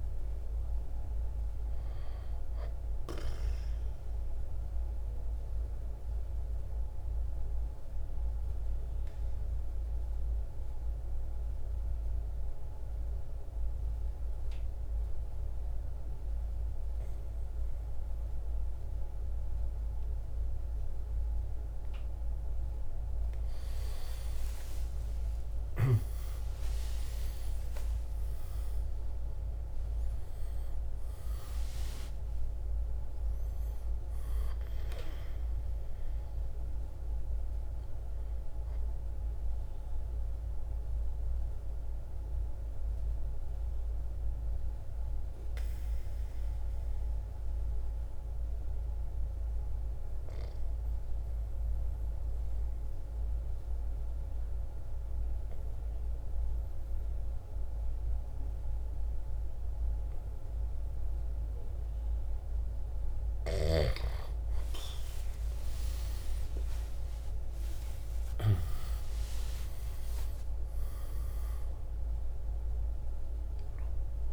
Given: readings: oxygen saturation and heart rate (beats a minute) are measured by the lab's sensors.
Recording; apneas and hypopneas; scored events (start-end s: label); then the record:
breathing in sleep, hard to hear, by a room microphone; 2
0.00-8.00 s: drop in pulse transit time (device-marked, heart rate 55 extreme)
3.00-19.00 s: oxygen desaturation (device-marked, oxygen 97% before, 92% lowest, heart rate 64 before, 53 extreme)
3.00-20.50 s: obstructive apnea (oxygen 98% before, 89% lowest, heart rate 64 before, 53 extreme, up 10 after)
23.50-28.50 s: arousal
27.00-38.00 s: drop in pulse transit time (device-marked, heart rate 56 before, 63 extreme)
32.00-51.00 s: oxygen desaturation (device-marked, oxygen 97% before, 89% lowest, heart rate 60 before, 53 extreme)
37.50-62.50 s: obstructive apnea (oxygen 97% before, 87% lowest, heart rate 65 before, 52 extreme, up 21 after)
63.00-74.33 s: oxygen desaturation (device-marked, oxygen 98% before, 87% lowest, heart rate 56 before, 52 extreme)
65.00-70.00 s: arousal
69.00-74.33 s: drop in pulse transit time (device-marked, heart rate 59 before, 55 extreme)
From the record:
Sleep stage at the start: N2 (light sleep); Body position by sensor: on the right side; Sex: male